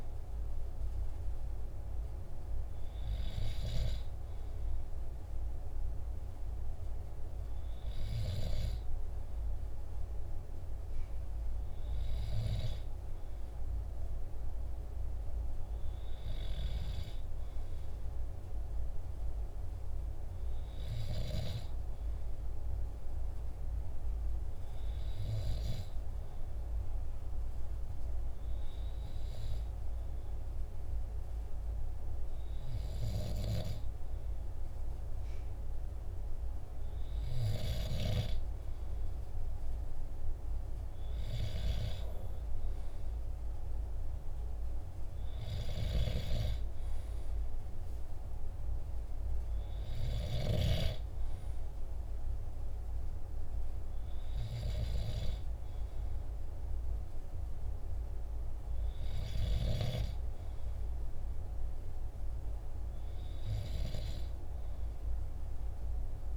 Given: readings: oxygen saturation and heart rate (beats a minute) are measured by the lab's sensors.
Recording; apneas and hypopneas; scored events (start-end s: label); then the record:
breathing in sleep by a room microphone; 1
23.00-36.50 s: hypopnea (oxygen 96% before, 95% lowest, heart rate 49 before, 48 extreme, up 0 after)
From the record:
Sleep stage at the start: N2 (light sleep); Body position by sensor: on the back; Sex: male